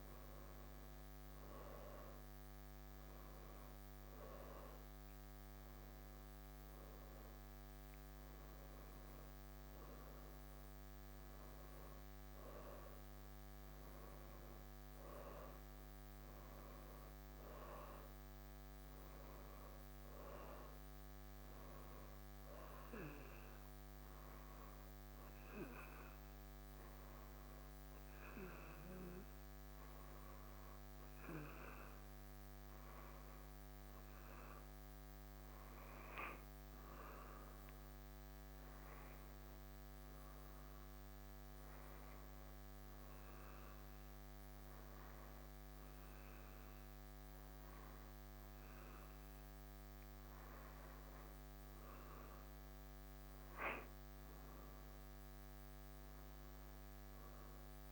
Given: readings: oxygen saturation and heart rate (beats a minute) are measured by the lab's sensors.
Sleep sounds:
breathing in sleep, hard to hear, by a microphone on the trachea; none
1.50-57.91 s: new sleep stage, N2 (light sleep)
From the record:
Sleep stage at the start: N1 (lightest sleep); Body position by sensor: on the back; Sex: male

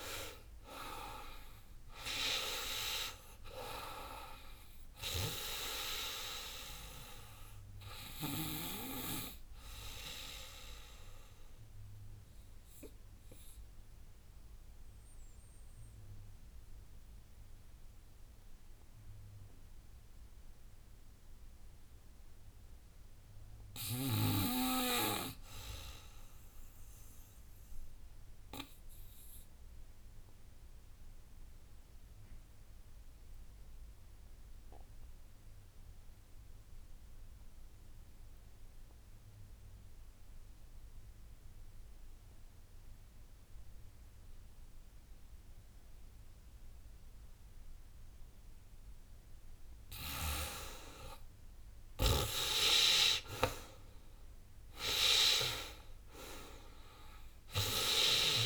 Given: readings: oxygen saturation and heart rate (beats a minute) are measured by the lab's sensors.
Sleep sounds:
breathing in sleep by a room microphone; 2
0.00-11.00 s: drop in pulse transit time (device-marked, heart rate 80 extreme)
0.00-23.00 s: oxygen desaturation (device-marked, oxygen 88% lowest, heart rate 79 extreme)
2.50-4.50 s: long interval between heartbeats (device-marked, heart rate 96 before, 94 extreme)
11.00-22.00 s: obstructive apnea (oxygen 98% before, 84% lowest, heart rate 96 before, 79 extreme, up 32 after)
11.50-13.50 s: long interval between heartbeats (device-marked, heart rate 96 before, 88 extreme)
22.00-28.00 s: tachycardia (device-marked, heart rate 95 before, 111 extreme)
22.50-24.50 s: long interval between heartbeats (device-marked, heart rate 88 before, 91 extreme)
25.00-27.50 s: arousal
25.50-27.50 s: long interval between heartbeats (device-marked, heart rate 88 before, 101 extreme)
27.50-29.50 s: long interval between heartbeats (device-marked, heart rate 88 before, 106 extreme)
31.00-49.00 s: obstructive apnea (oxygen 99% before, 84% lowest, heart rate 92 before, 70 extreme, up 21 after)
34.50-36.50 s: long interval between heartbeats (device-marked, heart rate 92 before, 90 extreme)
37.00-39.00 s: tachycardia (device-marked, heart rate 95 before, 99 extreme)
37.00-58.46 s: oxygen desaturation (device-marked, oxygen 98% before, 84% lowest, heart rate 93 before, 70 extreme)
37.50-39.50 s: long interval between heartbeats (device-marked, heart rate 93 before, 98 extreme)
40.50-42.50 s: long interval between heartbeats (device-marked, heart rate 96 before, 107 extreme)
49.50-51.50 s: long interval between heartbeats (device-marked, heart rate 93 before, 82 extreme)
50.00-58.46 s: drop in pulse transit time (device-marked, heart rate 92 before, 82 extreme)
51.00-55.00 s: arousal
From the record:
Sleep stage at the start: N2 (light sleep); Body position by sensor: on the back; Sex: female

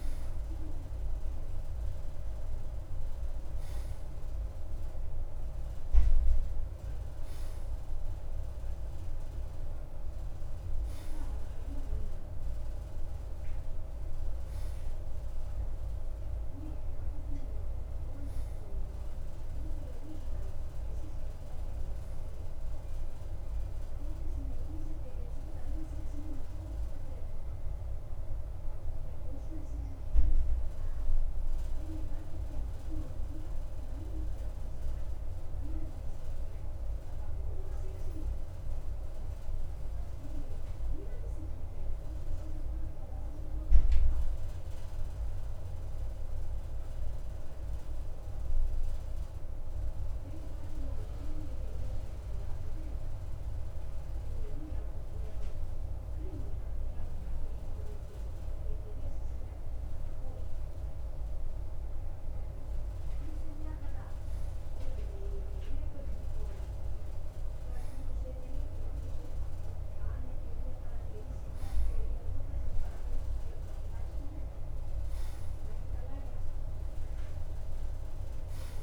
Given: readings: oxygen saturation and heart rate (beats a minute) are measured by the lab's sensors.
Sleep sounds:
breathing in sleep, hard to hear, by a room microphone; 1
35.50-55.00 s: obstructive apnea (oxygen 94% before, 92% lowest, heart rate 54 before, 51 extreme, up 3 after)
58.50-63.00 s: arousal
From the record:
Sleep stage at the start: N2 (light sleep); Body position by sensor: on the right side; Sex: male

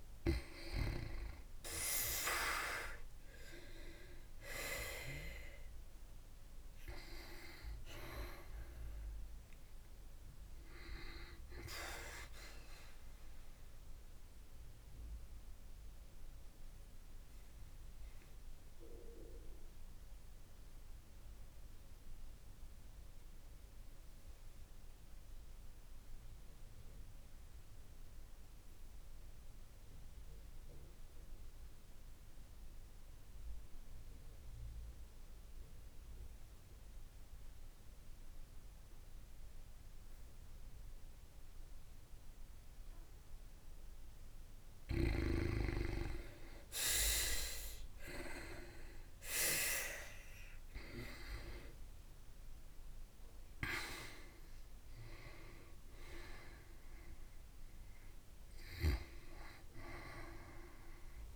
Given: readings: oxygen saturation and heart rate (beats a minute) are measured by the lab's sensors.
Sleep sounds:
breathing in sleep by a room microphone; 1
0.00-1.00 s: arousal
2.50-36.50 s: oxygen desaturation (device-marked, oxygen 94% before, 84% lowest, heart rate 56 before, 50 extreme)
13.50-44.00 s: obstructive apnea (oxygen 94% before, 84% lowest, heart rate 57 before, 50 extreme)
49.50-53.50 s: arousal
From the record:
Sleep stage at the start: N2 (light sleep); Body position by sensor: on the back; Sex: female

